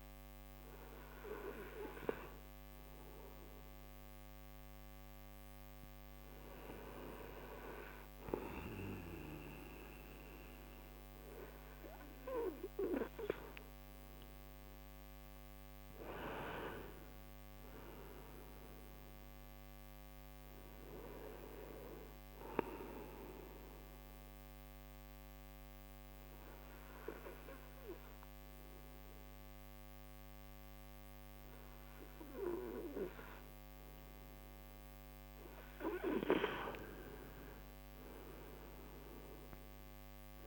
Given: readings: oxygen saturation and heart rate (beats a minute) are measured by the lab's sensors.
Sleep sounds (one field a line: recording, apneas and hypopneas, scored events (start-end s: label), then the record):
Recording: breathing in sleep by a microphone on the trachea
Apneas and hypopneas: 2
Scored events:
0.00-10.00 s: oxygen desaturation (device-marked, oxygen 97% before, 94% lowest)
1.00-13.00 s: hypopnea (oxygen 97% before, 92% lowest)
14.00-18.00 s: arousal
23.50-35.00 s: obstructive apnea (oxygen 97% before, 92% lowest)
37.00-40.47 s: arousal
From the record:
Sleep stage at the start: N2 (light sleep)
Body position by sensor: on the front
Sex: male